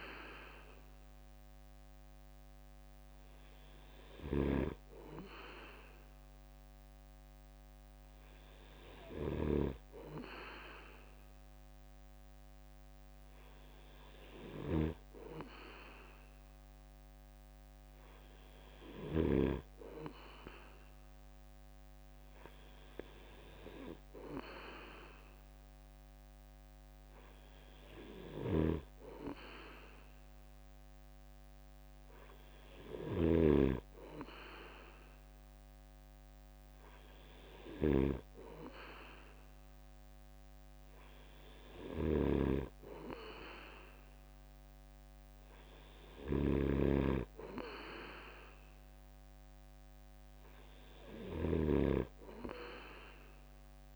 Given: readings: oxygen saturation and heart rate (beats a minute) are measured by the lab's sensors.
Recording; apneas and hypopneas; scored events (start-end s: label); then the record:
breathing in sleep by a microphone on the trachea; none
0.00-9.50 s: snoring (device-marked)
28.00-53.96 s: snoring (device-marked)
From the record:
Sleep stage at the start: N3 (deep sleep); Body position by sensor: on the right side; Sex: male